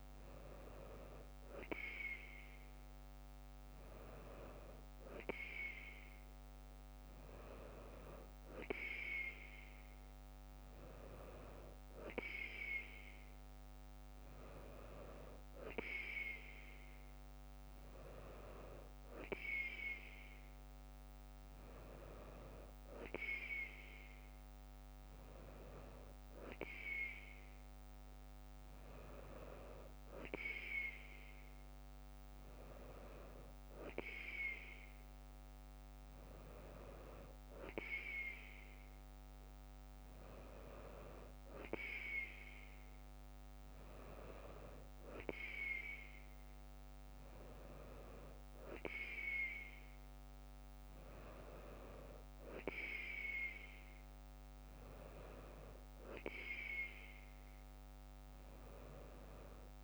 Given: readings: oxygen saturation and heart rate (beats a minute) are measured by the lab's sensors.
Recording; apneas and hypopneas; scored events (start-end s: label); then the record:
breathing in sleep by a microphone on the trachea; none
none scored
From the record:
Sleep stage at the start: N2 (light sleep); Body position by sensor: on the right side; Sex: female